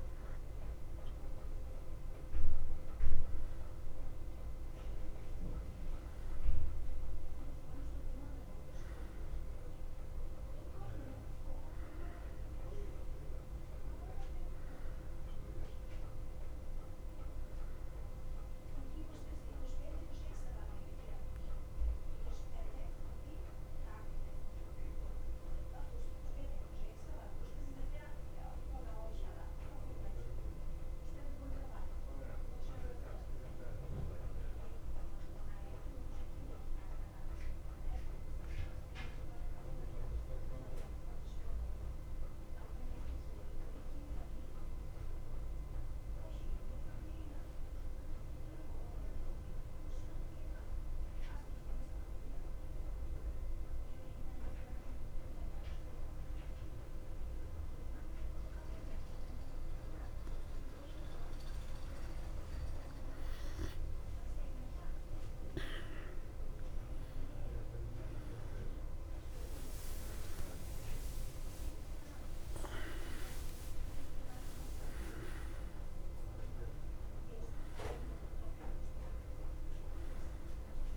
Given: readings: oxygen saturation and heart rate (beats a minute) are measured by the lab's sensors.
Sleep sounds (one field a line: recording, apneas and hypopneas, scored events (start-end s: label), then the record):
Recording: breathing in sleep, hard to hear, by a room microphone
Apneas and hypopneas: 1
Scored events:
4.50-39.50 s: oxygen desaturation (device-marked, oxygen 96% before, 91% lowest, heart rate 54 before, 52 extreme)
13.50-80.97 s: new sleep stage, N2 (light sleep)
30.00-59.00 s: central apnea (oxygen 96% before, 91% lowest, heart rate 57 before, 52 extreme, up 3 after)
65.50-71.50 s: arousal
75.50-80.97 s: oxygen desaturation (device-marked, oxygen 96% before, 91% lowest, heart rate 59 before, 53 extreme)
From the record:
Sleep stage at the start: N1 (lightest sleep)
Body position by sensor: on the back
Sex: male